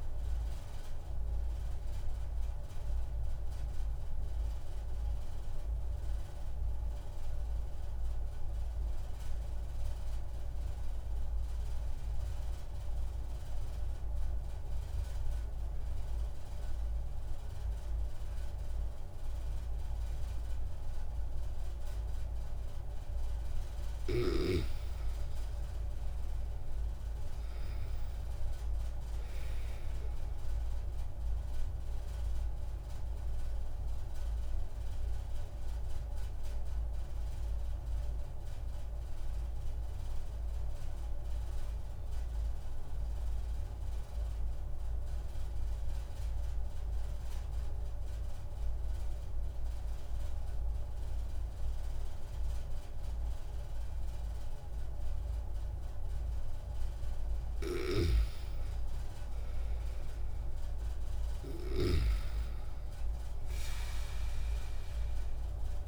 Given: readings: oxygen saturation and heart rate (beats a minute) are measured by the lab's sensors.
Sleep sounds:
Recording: breathing in sleep, hard to hear, by a room microphone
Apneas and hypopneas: 2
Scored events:
1.50-23.50 s: obstructive apnea (oxygen 97% before, 92% lowest)
25.00-28.50 s: arousal
25.00-46.00 s: oxygen desaturation (device-marked, oxygen 97% before, 92% lowest)
33.00-56.50 s: obstructive apnea (oxygen 97% before, 92% lowest)
58.50-62.50 s: arousal
60.00-65.88 s: oxygen desaturation (device-marked, oxygen 97% before, 92% lowest)
From the record:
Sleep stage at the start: N2 (light sleep)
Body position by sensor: on the back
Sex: male

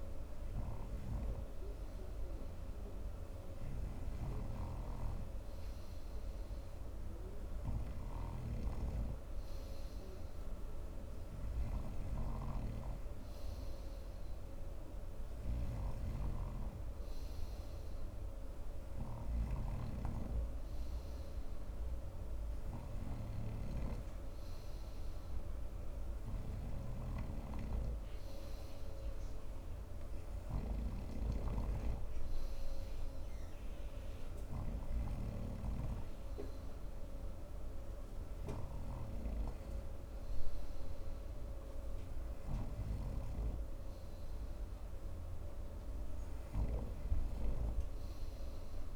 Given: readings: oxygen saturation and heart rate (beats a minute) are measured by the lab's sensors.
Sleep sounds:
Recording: breathing in sleep by a room microphone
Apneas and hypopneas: none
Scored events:
4.50-48.96 s: snoring (device-marked)
From the record:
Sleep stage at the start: N3 (deep sleep)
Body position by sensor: on the front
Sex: male

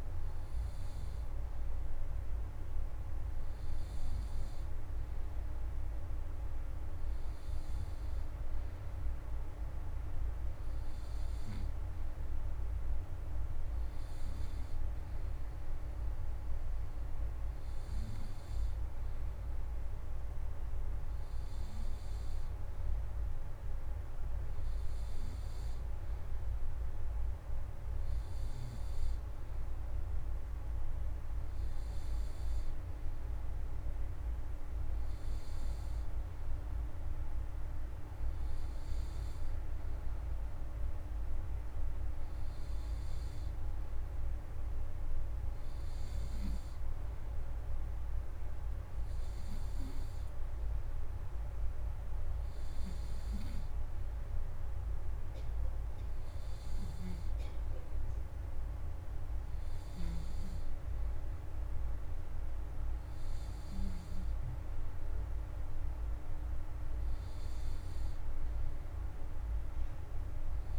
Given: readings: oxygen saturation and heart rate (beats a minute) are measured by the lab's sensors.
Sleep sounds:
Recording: breathing in sleep, hard to hear, by a room microphone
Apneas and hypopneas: none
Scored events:
56.50-64.00 s: snoring (device-marked)
From the record:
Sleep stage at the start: N2 (light sleep)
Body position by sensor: on the back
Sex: male

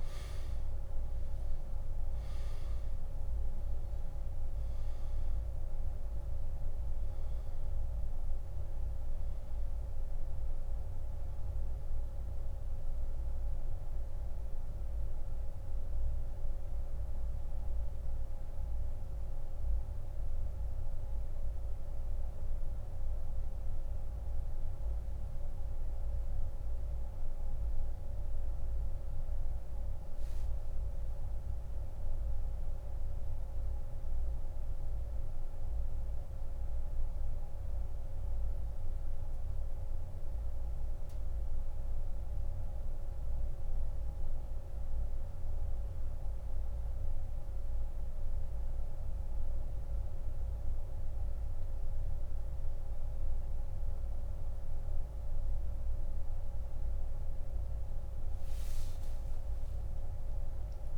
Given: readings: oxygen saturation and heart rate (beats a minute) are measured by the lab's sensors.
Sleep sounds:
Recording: breathing in sleep, hard to hear, by a room microphone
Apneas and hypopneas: 1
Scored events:
0.00-45.00 s: oxygen desaturation (device-marked, oxygen 84% lowest)
27.50-31.00 s: arousal
35.00-51.00 s: central apnea (oxygen 92% before, 86% lowest)
56.50-60.98 s: arousal
From the record:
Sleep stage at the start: N2 (light sleep)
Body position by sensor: on the back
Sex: male

